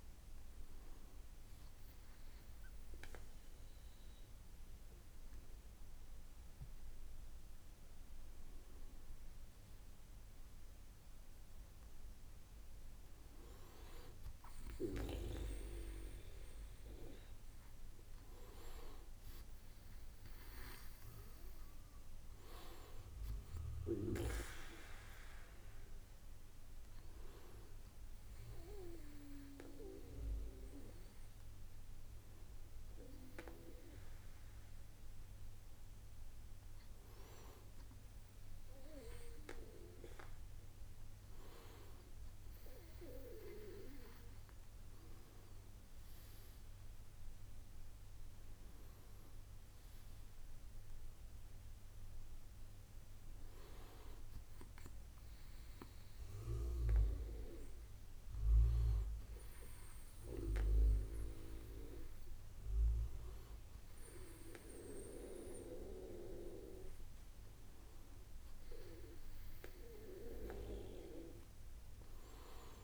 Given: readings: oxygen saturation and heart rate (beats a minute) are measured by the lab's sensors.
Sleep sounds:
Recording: breathing in sleep by a room microphone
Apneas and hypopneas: none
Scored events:
37.50-42.50 s: bradycardia (device-marked, heart rate 72 before, 57 extreme)
From the record:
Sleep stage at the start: N2 (light sleep)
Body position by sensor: on the right side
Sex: male

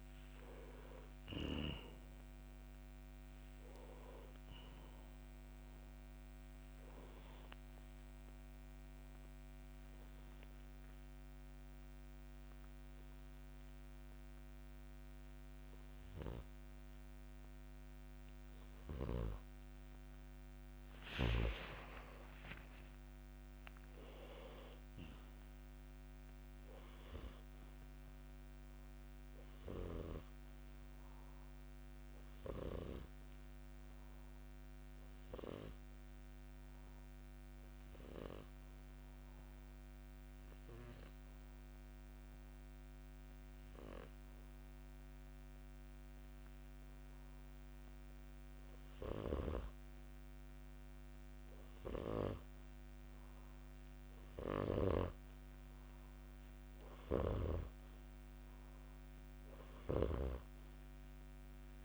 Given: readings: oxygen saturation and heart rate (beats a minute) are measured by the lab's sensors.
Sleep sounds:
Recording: breathing in sleep by a microphone on the trachea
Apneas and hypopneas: 2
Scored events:
5.50-17.50 s: oxygen desaturation (device-marked, oxygen 91% before, 84% lowest, heart rate 86 before, 62 extreme)
9.50-21.50 s: hypopnea (oxygen 93% before, 84% lowest, heart rate 83 before, 62 extreme, up 1 after)
23.00-27.50 s: arousal
35.50-47.50 s: oxygen desaturation (device-marked, oxygen 97% before, 93% lowest, heart rate 65 before, 63 extreme)
38.50-49.00 s: obstructive apnea (oxygen 99% before, 88% lowest, heart rate 64 before, 63 extreme, up 2 after)
57.50-61.85 s: oxygen desaturation (device-marked, oxygen 95% before, 88% lowest, heart rate 64 before, 54 extreme)
58.50-61.85 s: arousal
From the record:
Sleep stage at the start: REM sleep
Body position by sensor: on the back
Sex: male

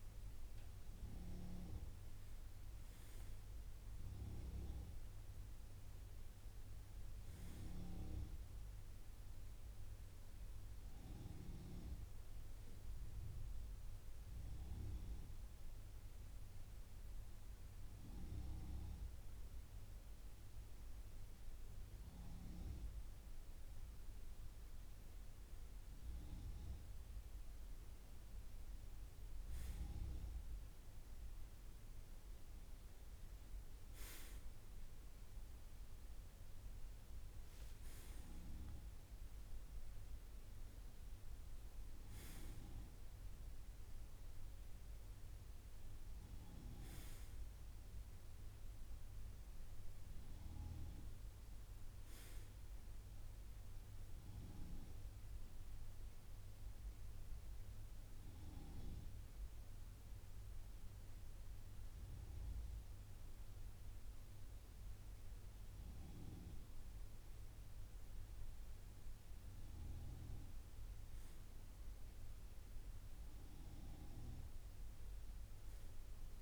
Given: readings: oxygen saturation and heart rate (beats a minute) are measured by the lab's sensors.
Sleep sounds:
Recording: breathing in sleep by a room microphone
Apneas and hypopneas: 2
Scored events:
0.00-4.00 s: arousal
13.00-25.00 s: hypopnea (oxygen 98% before, 96% lowest)
30.50-35.00 s: arousal
53.00-63.50 s: hypopnea (oxygen 98% before, 95% lowest)
65.50-70.50 s: arousal
From the record:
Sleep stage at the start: N2 (light sleep)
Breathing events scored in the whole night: 91 in 7.6 hours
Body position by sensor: on the right side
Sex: male

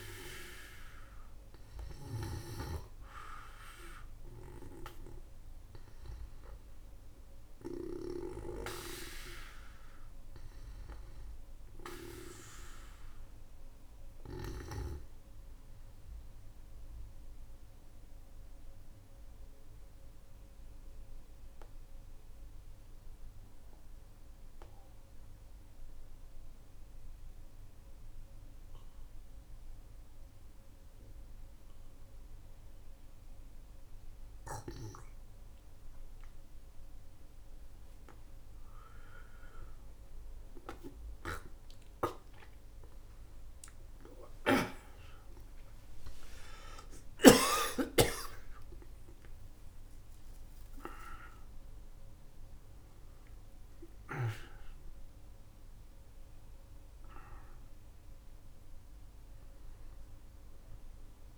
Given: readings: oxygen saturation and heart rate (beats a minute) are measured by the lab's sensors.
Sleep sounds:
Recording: breathing in sleep by a room microphone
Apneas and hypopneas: 1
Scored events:
0.00-5.00 s: oxygen desaturation (device-marked, oxygen 95% lowest, heart rate 49 extreme)
2.00-8.00 s: snoring (device-marked)
6.00-10.50 s: arousal
15.50-40.00 s: mixed apnea (oxygen 98% before, 91% lowest, heart rate 62 before, 53 extreme, up 15 after)
41.50-47.00 s: arousal
44.00-48.00 s: snoring (device-marked)
46.00-61.38 s: oxygen desaturation (device-marked, oxygen 97% before, 91% lowest, heart rate 62 before, 47 extreme)
50.00-61.38 s: new sleep stage, N1 (lightest sleep)
From the record:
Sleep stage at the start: N2 (light sleep)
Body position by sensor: on the back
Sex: male

